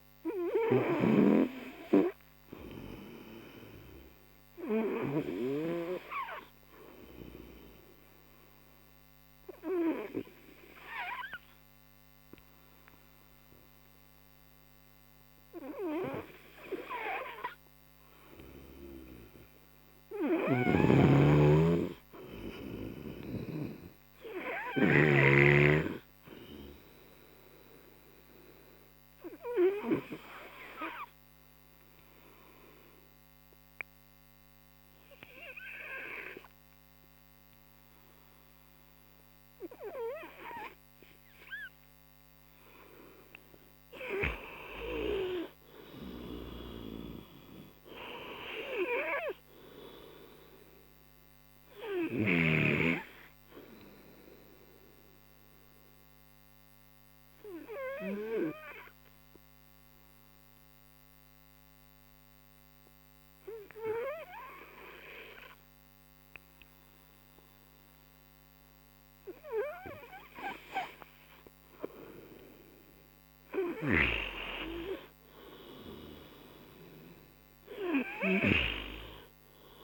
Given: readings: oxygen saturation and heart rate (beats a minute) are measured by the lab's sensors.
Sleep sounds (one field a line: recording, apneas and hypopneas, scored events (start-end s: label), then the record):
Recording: breathing in sleep by a microphone on the trachea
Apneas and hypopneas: 3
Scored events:
0.00-2.50 s: arousal
4.00-22.00 s: oxygen desaturation (device-marked, oxygen 97% before, 93% lowest)
9.00-19.00 s: hypopnea (oxygen 97% before, 92% lowest)
20.50-25.50 s: snoring (device-marked)
21.50-25.50 s: arousal
31.00-41.00 s: hypopnea (oxygen 97% before, 92% lowest)
43.50-46.50 s: arousal
56.00-69.50 s: hypopnea (oxygen 96% before, 92% lowest)
64.00-73.00 s: oxygen desaturation (device-marked, oxygen 95% before, 92% lowest)
71.50-74.50 s: arousal
From the record:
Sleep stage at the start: N2 (light sleep)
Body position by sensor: on the right side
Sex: male